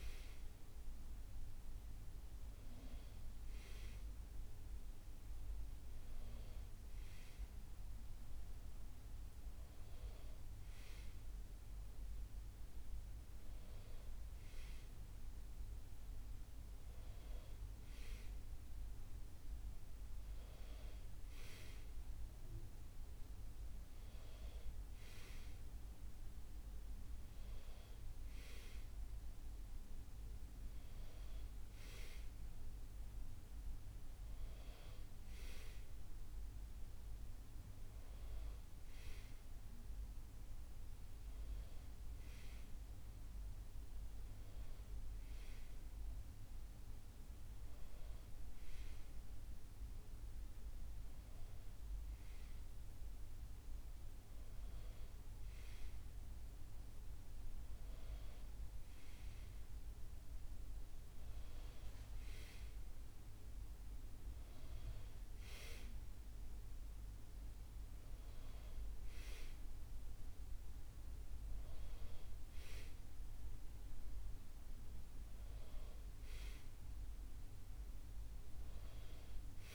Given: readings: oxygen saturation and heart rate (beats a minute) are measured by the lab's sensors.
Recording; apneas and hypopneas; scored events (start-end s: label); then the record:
a person awake in a sleep study, hard to hear, by a room microphone; none
none scored
From the record:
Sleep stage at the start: awake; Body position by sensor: on the back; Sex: male